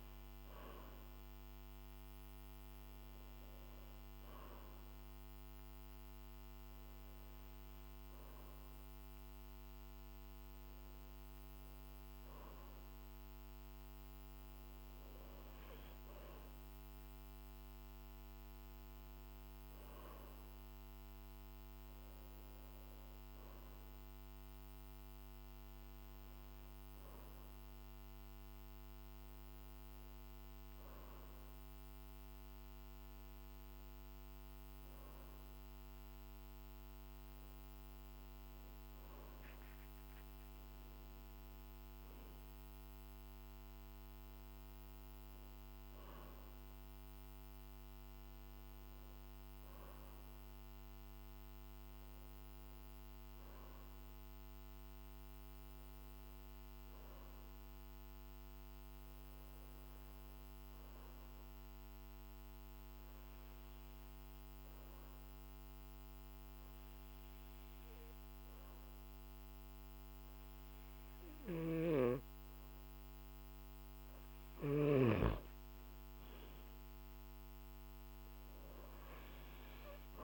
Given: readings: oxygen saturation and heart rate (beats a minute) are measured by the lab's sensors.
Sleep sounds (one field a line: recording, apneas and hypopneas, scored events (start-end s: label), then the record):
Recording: breathing in sleep, hard to hear, by a microphone on the trachea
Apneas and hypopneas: 1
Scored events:
59.00-73.00 s: hypopnea (oxygen 96% before, 93% lowest, heart rate 51 before, 49 extreme, up 20 after)
75.50-79.50 s: arousal
From the record:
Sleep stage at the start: N2 (light sleep)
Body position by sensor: on the back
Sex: male